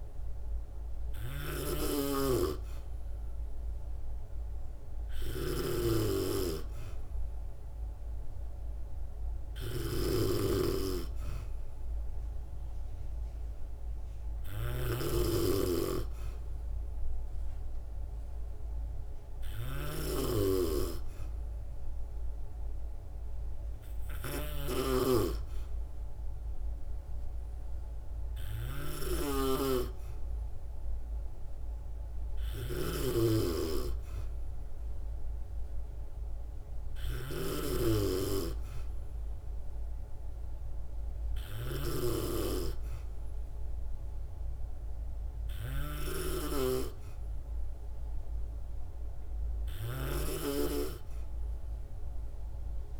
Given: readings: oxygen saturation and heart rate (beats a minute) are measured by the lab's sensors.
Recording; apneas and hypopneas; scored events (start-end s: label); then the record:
breathing in sleep by a room microphone; none
0.00-53.00 s: snoring (device-marked)
From the record:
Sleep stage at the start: N2 (light sleep); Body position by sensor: on the back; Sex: female